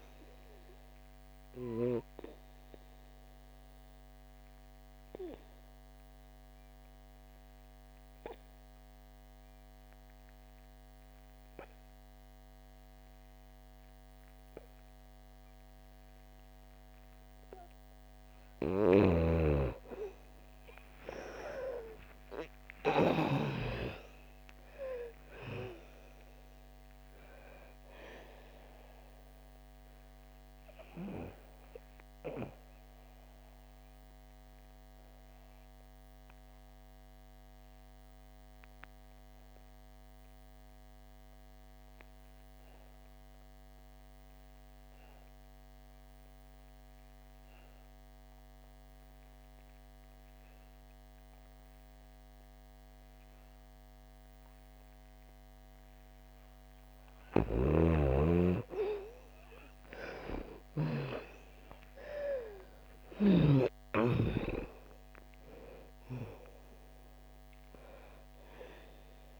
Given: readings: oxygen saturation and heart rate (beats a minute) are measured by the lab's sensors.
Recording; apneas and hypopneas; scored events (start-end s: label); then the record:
breathing in sleep by a microphone on the trachea; 2
0.00-14.00 s: oxygen desaturation (device-marked, oxygen 88% lowest, heart rate 58 extreme)
2.00-18.50 s: obstructive apnea (oxygen 100% before, 78% lowest, heart rate 68 before, 55 extreme, up 46 after)
18.50-23.00 s: snoring (device-marked)
20.00-24.00 s: arousal
23.00-47.00 s: oxygen desaturation (device-marked, oxygen 97% before, 84% lowest, heart rate 68 before, 55 extreme)
29.50-56.00 s: obstructive apnea (oxygen 97% before, 78% lowest, heart rate 78 before, 55 extreme, up 25 after)
49.00-69.40 s: oxygen desaturation (device-marked, oxygen 99% before, 78% lowest, heart rate 64 before, 57 extreme)
57.00-63.50 s: snoring (device-marked)
60.50-64.50 s: arousal
From the record:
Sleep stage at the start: N2 (light sleep); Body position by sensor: on the back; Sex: female